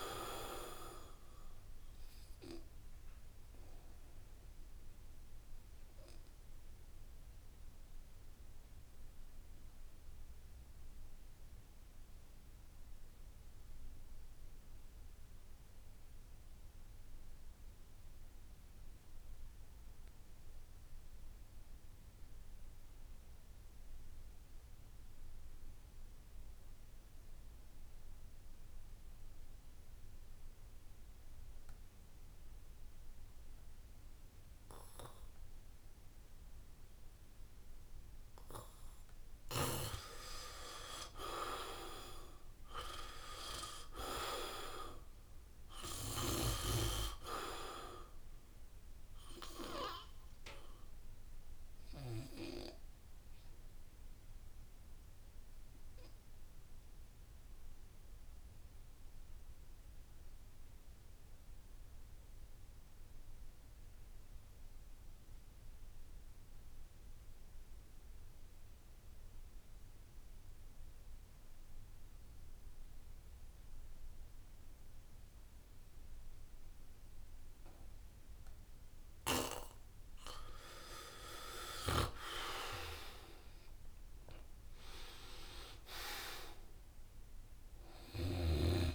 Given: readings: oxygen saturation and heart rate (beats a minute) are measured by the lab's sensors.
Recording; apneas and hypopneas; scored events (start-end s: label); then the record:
breathing in sleep by a room microphone; 2
0.00-16.50 s: oxygen desaturation (device-marked, oxygen 75% lowest, heart rate 64 extreme)
3.50-39.50 s: obstructive apnea (oxygen 97% before, 74% lowest, heart rate 74 before, 64 extreme, up 8 after)
27.50-64.50 s: oxygen desaturation (device-marked, oxygen 96% before, 74% lowest, heart rate 67 before, 66 extreme)
42.50-46.00 s: arousal
52.50-79.50 s: obstructive apnea (oxygen 94% before, 74% lowest, heart rate 77 before, 66 extreme, up 21 after)
72.50-88.95 s: oxygen desaturation (device-marked, oxygen 96% before, 76% lowest, heart rate 70 before, 66 extreme)
74.00-76.00 s: long interval between heartbeats (device-marked, heart rate 70 before, 73 extreme)
76.50-78.50 s: long interval between heartbeats (device-marked, heart rate 70 before, 74 extreme)
78.50-80.50 s: long interval between heartbeats (device-marked, heart rate 70 before, 75 extreme)
82.00-84.00 s: long interval between heartbeats (device-marked, heart rate 72 before, 85 extreme)
85.50-88.95 s: arousal
From the record:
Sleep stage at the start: N2 (light sleep); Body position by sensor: on the back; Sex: male